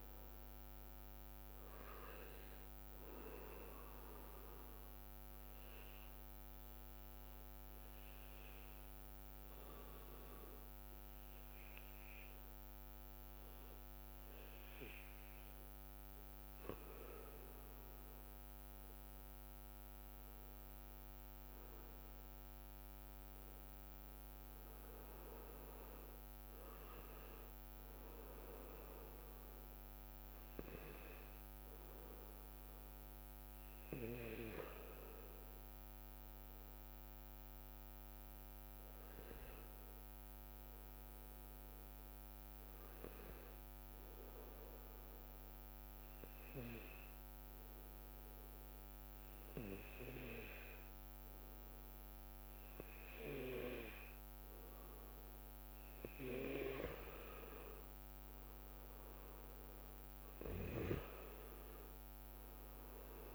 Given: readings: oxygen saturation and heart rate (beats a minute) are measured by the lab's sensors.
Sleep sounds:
breathing in sleep by a microphone on the trachea; 2
5.00-17.00 s: obstructive apnea (oxygen 100% before, 94% lowest)
19.00-23.00 s: arousal
23.00-43.00 s: oxygen desaturation (device-marked, oxygen 98% before, 94% lowest)
39.50-42.50 s: arousal
45.00-57.50 s: obstructive apnea (oxygen 99% before, 92% lowest)
59.50-63.00 s: arousal
From the record:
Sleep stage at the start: N2 (light sleep); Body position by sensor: on the back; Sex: male

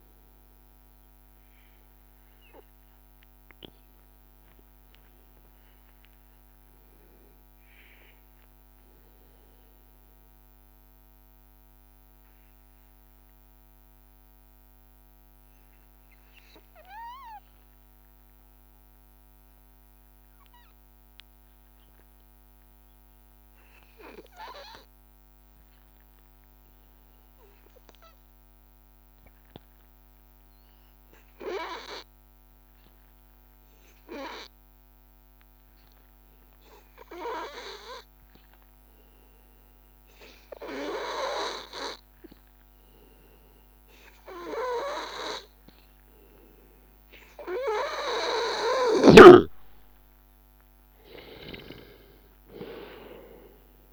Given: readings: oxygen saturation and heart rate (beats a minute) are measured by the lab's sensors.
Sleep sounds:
breathing in sleep by a microphone on the trachea; 1
0.00-9.50 s: oxygen desaturation (device-marked, oxygen 89% lowest, heart rate 82 extreme)
1.00-48.00 s: obstructive apnea (oxygen 96% before, 89% lowest, heart rate 86 before, 82 extreme, up 4 after)
35.50-53.93 s: oxygen desaturation (device-marked, oxygen 98% before, 91% lowest, heart rate 83 before, 82 extreme)
49.50-53.50 s: arousal
From the record:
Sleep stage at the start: REM sleep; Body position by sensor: on the back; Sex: male

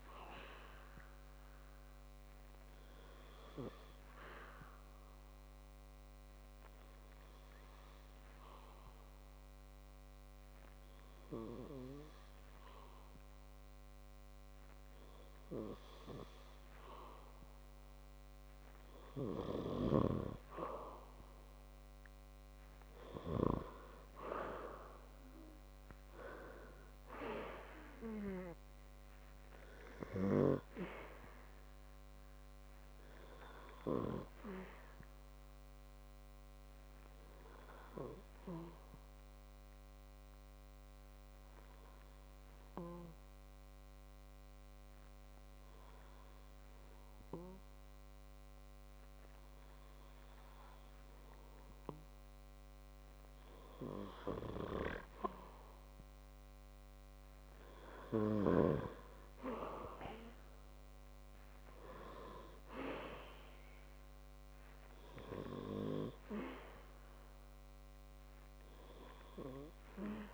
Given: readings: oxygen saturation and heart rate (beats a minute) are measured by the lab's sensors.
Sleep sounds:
breathing in sleep by a microphone on the trachea; 2
4.00-15.00 s: hypopnea (oxygen 98% before, 95% lowest, heart rate 61 before, 53 extreme, up 5 after)
18.50-21.50 s: arousal
41.00-53.50 s: hypopnea (oxygen 97% before, 95% lowest, heart rate 66 before, 52 extreme, up 7 after)
55.00-59.00 s: arousal
From the record:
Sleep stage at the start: N2 (light sleep); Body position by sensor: on the back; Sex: male

